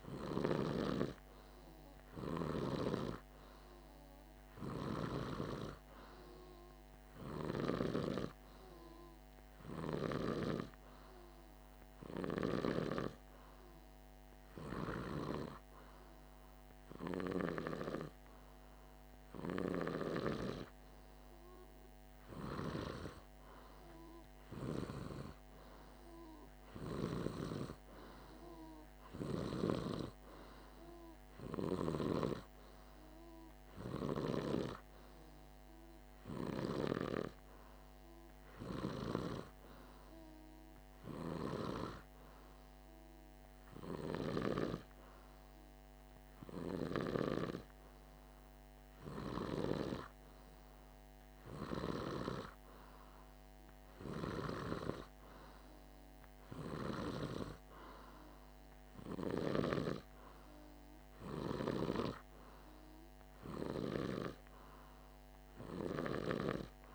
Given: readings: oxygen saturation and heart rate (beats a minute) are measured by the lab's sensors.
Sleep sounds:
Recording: breathing in sleep by a microphone on the trachea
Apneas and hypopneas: 2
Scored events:
11.00-21.50 s: hypopnea (oxygen 97% before, 95% lowest, heart rate 50 before, 50 extreme, up 0 after)
23.50-27.00 s: arousal
42.00-53.00 s: hypopnea (oxygen 97% before, 95% lowest, heart rate 51 before, 50 extreme, up 1 after)
55.50-58.50 s: arousal
From the record:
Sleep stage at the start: N2 (light sleep)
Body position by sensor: on the back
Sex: male

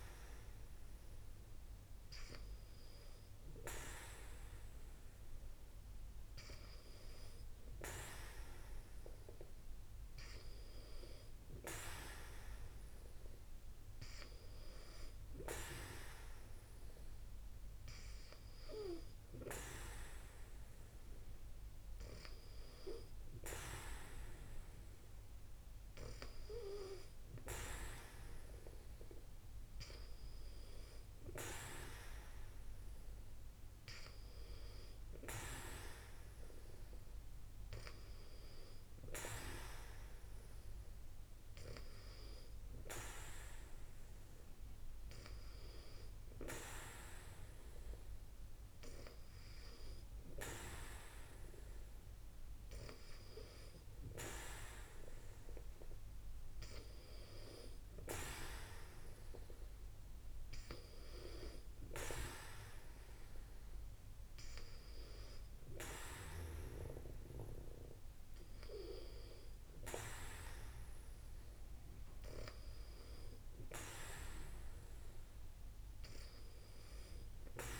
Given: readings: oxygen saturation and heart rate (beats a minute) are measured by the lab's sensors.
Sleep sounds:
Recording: breathing in sleep by a room microphone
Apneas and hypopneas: none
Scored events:
15.50-19.50 s: arousal
From the record:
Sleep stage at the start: N2 (light sleep)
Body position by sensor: on the back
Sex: female

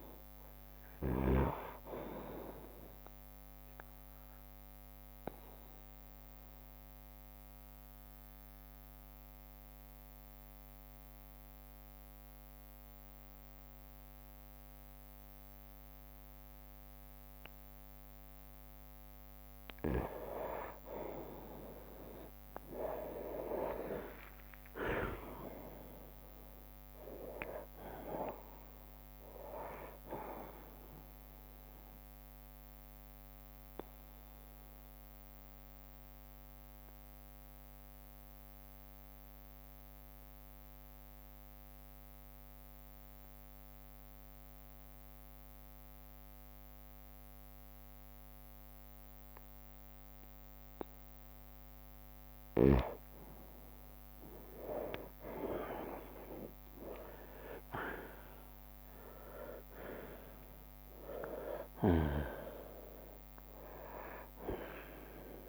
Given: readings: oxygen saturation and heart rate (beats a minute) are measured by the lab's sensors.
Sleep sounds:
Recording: breathing in sleep by a microphone on the trachea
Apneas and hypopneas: 2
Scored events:
0.00-1.50 s: arousal
2.50-6.50 s: drop in pulse transit time (device-marked, heart rate 62 before, 65 extreme)
3.50-20.50 s: oxygen desaturation (device-marked, oxygen 98% before, 92% lowest, heart rate 63 before, 58 extreme)
4.00-19.00 s: obstructive apnea (oxygen 98% before, 91% lowest, heart rate 63 before, 58 extreme, up 8 after)
22.00-26.00 s: arousal
24.50-39.50 s: drop in pulse transit time (device-marked, heart rate 61 before, 61 extreme)
28.50-40.50 s: oxygen desaturation (device-marked, oxygen 96% before, 92% lowest, heart rate 62 before, 58 extreme)
30.50-50.50 s: obstructive apnea (oxygen 96% before, 91% lowest, heart rate 63 before, 58 extreme, up 9 after)
36.50-47.50 s: bradycardia (device-marked, heart rate 68 before, 58 extreme)
54.50-58.50 s: arousal
57.50-65.49 s: drop in pulse transit time (device-marked, heart rate 60 before, 67 extreme)
From the record:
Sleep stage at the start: N2 (light sleep)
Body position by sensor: on the right side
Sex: male

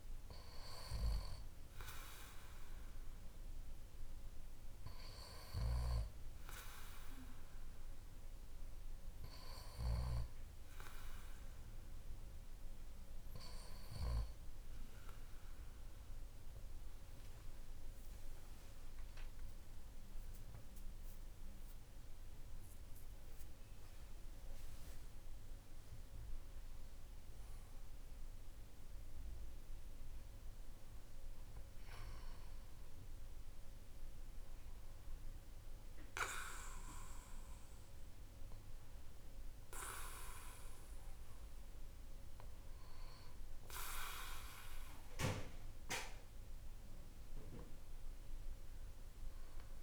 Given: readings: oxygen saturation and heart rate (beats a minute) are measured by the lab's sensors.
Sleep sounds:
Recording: breathing in sleep by a room microphone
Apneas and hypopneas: none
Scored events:
18.00-22.50 s: arousal
From the record:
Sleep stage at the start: N2 (light sleep)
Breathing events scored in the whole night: 135 in 6.0 hours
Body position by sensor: on the back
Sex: male

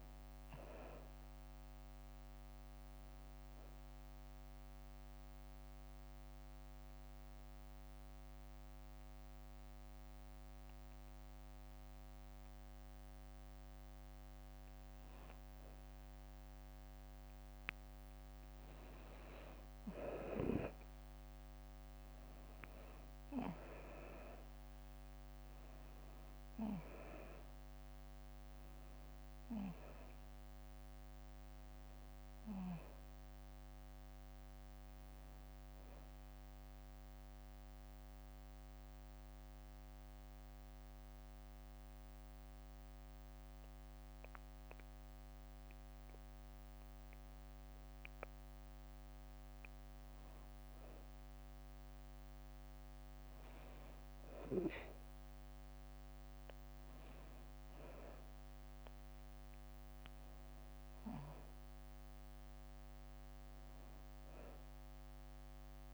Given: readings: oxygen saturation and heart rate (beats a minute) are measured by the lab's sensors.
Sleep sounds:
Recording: breathing in sleep by a microphone on the trachea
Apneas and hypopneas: 2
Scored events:
0.00-1.00 s: arousal
0.00-2.00 s: long interval between heartbeats (device-marked, heart rate 85 before, 115 extreme)
0.00-5.00 s: tachycardia (device-marked, heart rate 165 extreme)
3.50-5.50 s: long interval between heartbeats (device-marked, heart rate 85 before, 160 extreme)
4.00-14.00 s: hypopnea (oxygen 96% before, 92% lowest, heart rate 88 before, 63 extreme, up 5 after)
18.50-22.50 s: arousal
23.00-36.00 s: oxygen desaturation (device-marked, oxygen 97% before, 92% lowest, heart rate 86 before, 64 extreme)
26.00-28.00 s: long interval between heartbeats (device-marked, heart rate 73 before, 79 extreme)
27.00-39.00 s: tachycardia (device-marked)
29.00-31.00 s: long interval between heartbeats (device-marked, heart rate 69 before, 96 extreme)
30.00-41.00 s: drop in pulse transit time (device-marked, heart rate 70 before, 113 extreme)
32.00-34.00 s: long interval between heartbeats (device-marked, heart rate 76 before, 148 extreme)
35.00-37.00 s: long interval between heartbeats (device-marked)
37.00-47.50 s: obstructive apnea (oxygen 97% before, 93% lowest, heart rate 108 before, 64 extreme, up 2 after)
39.50-41.50 s: long interval between heartbeats (device-marked, heart rate 122 before, 159 extreme)
50.00-54.00 s: arousal
54.00-65.94 s: oxygen desaturation (device-marked, oxygen 98% before, 94% lowest, heart rate 119 before, 64 extreme)
From the record:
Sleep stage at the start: N2 (light sleep)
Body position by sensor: on the back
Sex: female

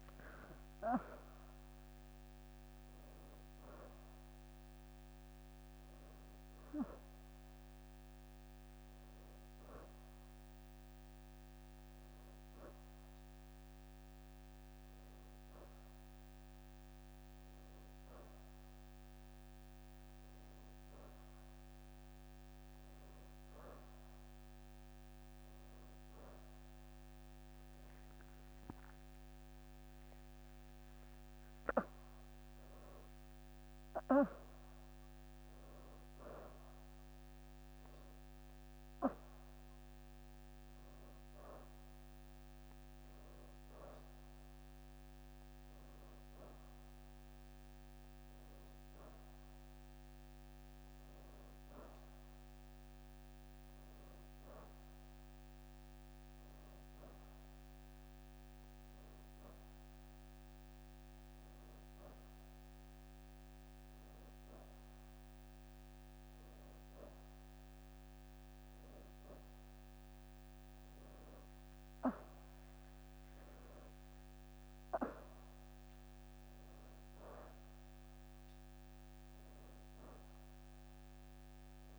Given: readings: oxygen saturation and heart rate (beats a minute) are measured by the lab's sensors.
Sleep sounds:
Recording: a person awake in a sleep study, hard to hear, by a microphone on the trachea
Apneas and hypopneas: none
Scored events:
0.00-5.00 s: oxygen desaturation (device-marked, oxygen 87% lowest, heart rate 86 extreme)
5.50-9.00 s: leg movement (device-marked)
9.00-15.50 s: leg movement (device-marked)
15.50-18.50 s: leg movement (device-marked)
22.00-24.50 s: leg movement (device-marked)
27.00-35.50 s: leg movement (device-marked)
51.50-55.50 s: leg movement (device-marked)
55.00-81.98 s: new sleep stage, N1 (lightest sleep)
69.00-75.00 s: leg movement (device-marked)
From the record:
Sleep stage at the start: awake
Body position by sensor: on the back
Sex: female

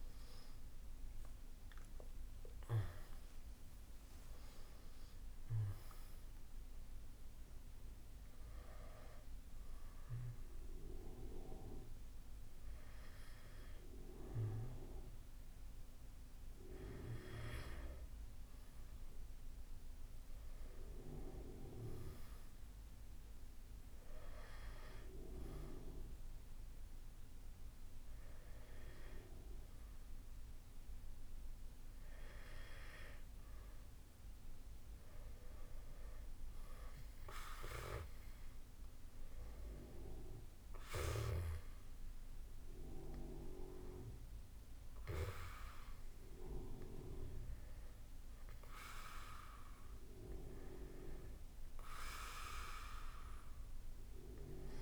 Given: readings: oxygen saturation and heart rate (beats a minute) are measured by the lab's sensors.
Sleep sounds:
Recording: breathing in sleep by a room microphone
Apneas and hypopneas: none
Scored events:
28.00-54.81 s: new sleep stage, N2 (light sleep)
From the record:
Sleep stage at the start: N1 (lightest sleep)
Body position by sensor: on the back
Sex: male

